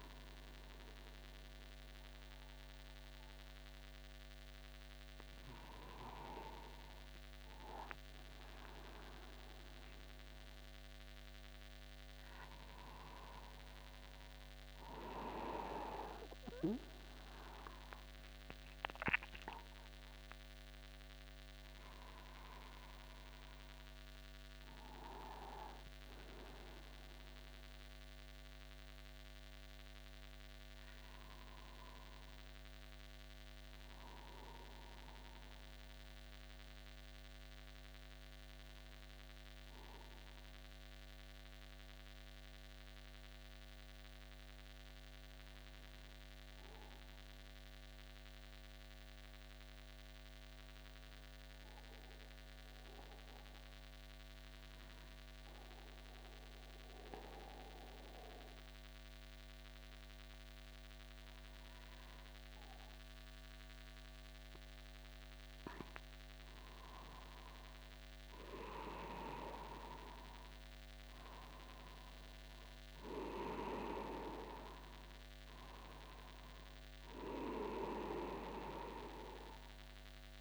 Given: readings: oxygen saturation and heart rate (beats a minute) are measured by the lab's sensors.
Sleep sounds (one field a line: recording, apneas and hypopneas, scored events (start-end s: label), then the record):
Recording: a person awake in a sleep study, by a microphone on the trachea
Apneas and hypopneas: 1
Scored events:
1.00-3.00 s: long interval between heartbeats (device-marked, heart rate 73 before, 148 extreme)
3.00-5.00 s: long interval between heartbeats (device-marked, heart rate 85 before, 176 extreme)
7.50-9.50 s: long interval between heartbeats (device-marked, heart rate 113 before, 157 extreme)
9.50-11.50 s: long interval between heartbeats (device-marked, heart rate 123 before, 137 extreme)
12.00-14.00 s: long interval between heartbeats (device-marked, heart rate 132 before, 105 extreme)
17.00-19.00 s: long interval between heartbeats (device-marked, heart rate 135 before, 69 extreme)
19.50-21.50 s: long interval between heartbeats (device-marked, heart rate 131 before, 85 extreme)
25.00-27.00 s: long interval between heartbeats (device-marked, heart rate 114 before, 107 extreme)
25.50-55.50 s: new sleep stage, N1 (lightest sleep)
30.00-32.00 s: long interval between heartbeats (device-marked, heart rate 98 before, 60 extreme)
38.50-40.50 s: long interval between heartbeats (device-marked, heart rate 83 before, 79 extreme)
40.50-62.50 s: obstructive apnea (oxygen 97% before, 94% lowest, heart rate 83 before, 50 extreme, up 1 after)
55.00-57.00 s: long interval between heartbeats (device-marked, heart rate 62 before, 60 extreme)
55.50-80.41 s: new sleep stage, awake
57.50-59.50 s: long interval between heartbeats (device-marked, heart rate 60 before, 69 extreme)
64.00-66.00 s: long interval between heartbeats (device-marked, heart rate 56 before, 57 extreme)
76.00-78.00 s: long interval between heartbeats (device-marked, heart rate 59 before, 57 extreme)
78.50-80.41 s: long interval between heartbeats (device-marked, heart rate 59 before, 90 extreme)
From the record:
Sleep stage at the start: awake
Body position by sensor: upright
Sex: male